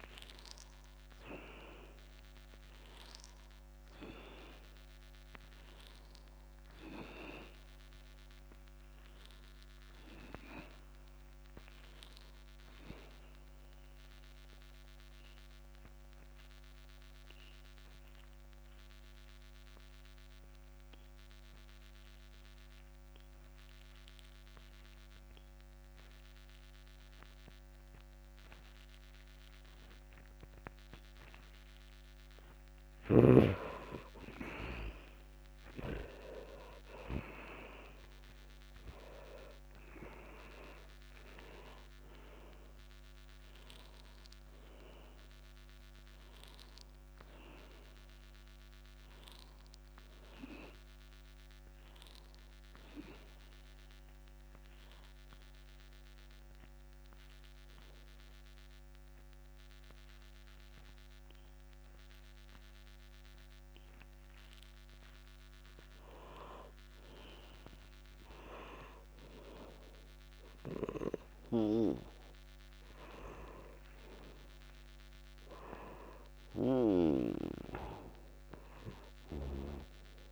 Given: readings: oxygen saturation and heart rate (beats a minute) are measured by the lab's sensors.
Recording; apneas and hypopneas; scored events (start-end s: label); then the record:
breathing in sleep by a microphone on the trachea; 2
1.50-19.50 s: oxygen desaturation (device-marked, oxygen 99% before, 84% lowest, heart rate 80 before, 54 extreme)
14.00-33.00 s: obstructive apnea (oxygen 99% before, 81% lowest, heart rate 78 before, 54 extreme, up 7 after)
34.50-56.50 s: oxygen desaturation (device-marked, oxygen 98% before, 81% lowest, heart rate 64 before, 61 extreme)
35.00-39.00 s: arousal
54.50-65.50 s: obstructive apnea (oxygen 98% before, 82% lowest, heart rate 65 before, 62 extreme)
67.00-71.00 s: arousal
78.50-80.32 s: oxygen desaturation (device-marked, oxygen 98% before, 92% lowest, heart rate 67 before, 57 extreme)
From the record:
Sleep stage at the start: N2 (light sleep); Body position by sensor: on the back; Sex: male